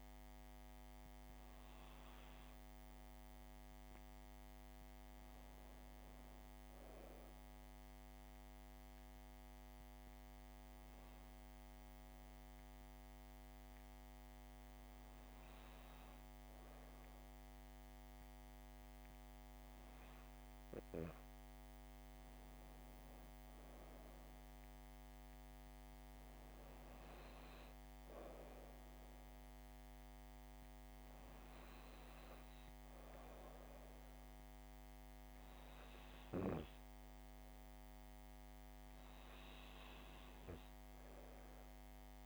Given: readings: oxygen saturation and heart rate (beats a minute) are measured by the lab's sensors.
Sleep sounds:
breathing in sleep, hard to hear, by a microphone on the trachea; none
none scored
From the record:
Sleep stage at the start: N2 (light sleep); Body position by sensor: on the back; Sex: female

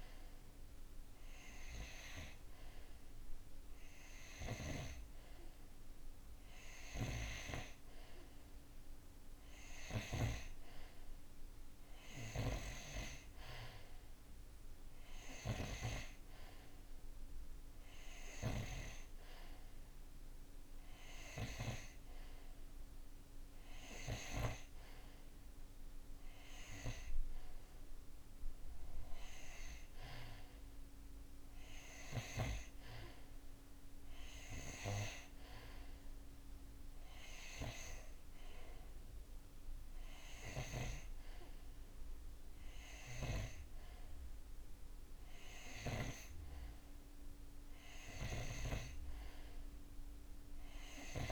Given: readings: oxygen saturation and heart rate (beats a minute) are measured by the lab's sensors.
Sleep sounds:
breathing in sleep by a room microphone; none
51.00-51.32 s: new sleep stage, awake
From the record:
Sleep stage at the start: N2 (light sleep); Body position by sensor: on the right side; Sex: male

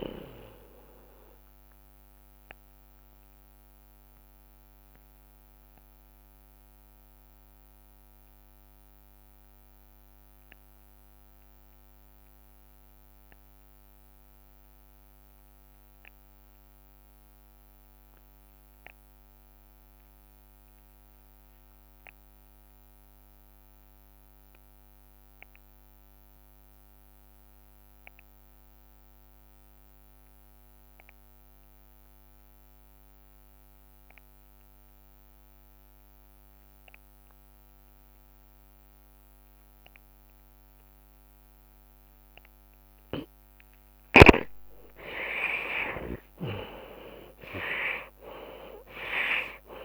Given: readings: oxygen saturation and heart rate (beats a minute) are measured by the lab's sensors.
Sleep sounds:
breathing in sleep by a microphone on the trachea; 1
0.00-9.50 s: drop in pulse transit time (device-marked)
0.00-30.50 s: oxygen desaturation (device-marked, oxygen 73% lowest)
2.00-44.00 s: obstructive apnea (oxygen 95% before, 69% lowest)
42.50-49.84 s: oxygen desaturation (device-marked, oxygen 96% before, 85% lowest)
45.00-47.00 s: long interval between heartbeats (device-marked)
45.50-49.84 s: arousal
From the record:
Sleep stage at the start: N2 (light sleep); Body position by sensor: on the back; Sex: male

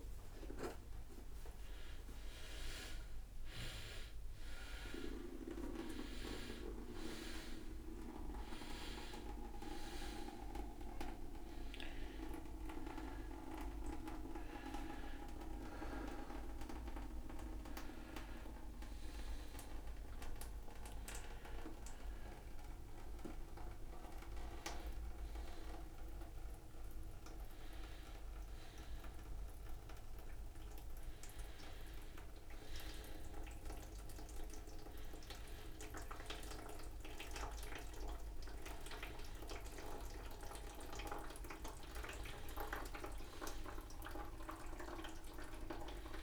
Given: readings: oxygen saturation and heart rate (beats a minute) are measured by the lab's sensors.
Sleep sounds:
a person awake in a sleep study, by a room microphone; none
34.00-42.00 s: oxygen desaturation (device-marked, oxygen 100% before, 97% lowest, heart rate 110 before, 95 extreme)
From the record:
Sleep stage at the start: awake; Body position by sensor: upright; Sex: male

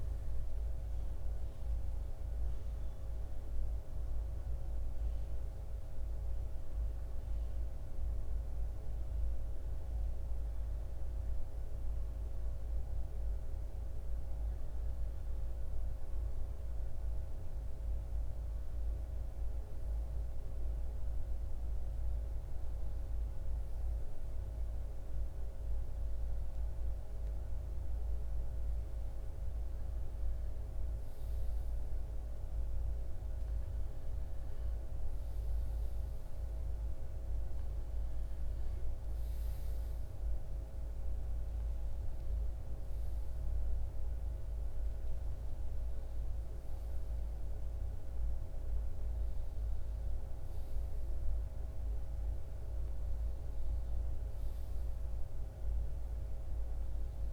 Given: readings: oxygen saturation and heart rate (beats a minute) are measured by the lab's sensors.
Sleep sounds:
breathing in sleep, hard to hear, by a room microphone; none
none scored
From the record:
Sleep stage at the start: N1 (lightest sleep); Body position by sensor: on the left side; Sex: male

